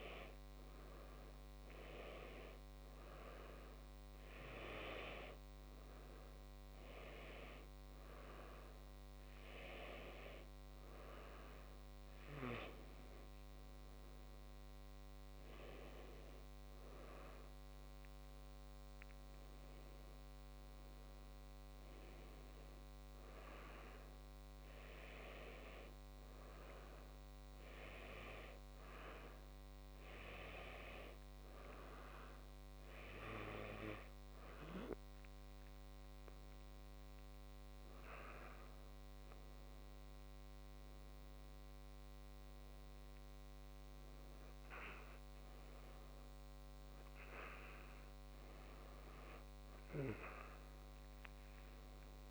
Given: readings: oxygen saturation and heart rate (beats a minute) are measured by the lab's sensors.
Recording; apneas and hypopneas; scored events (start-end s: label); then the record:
breathing in sleep by a microphone on the trachea; 1
3.00-12.00 s: oxygen desaturation (device-marked, oxygen 96% before, 92% lowest, heart rate 58 before, 57 extreme)
28.50-40.50 s: hypopnea (oxygen 95% before, 92% lowest, heart rate 59 before, 57 extreme, up 2 after)
43.00-46.50 s: arousal
From the record:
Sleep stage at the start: N2 (light sleep); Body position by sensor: on the back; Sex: male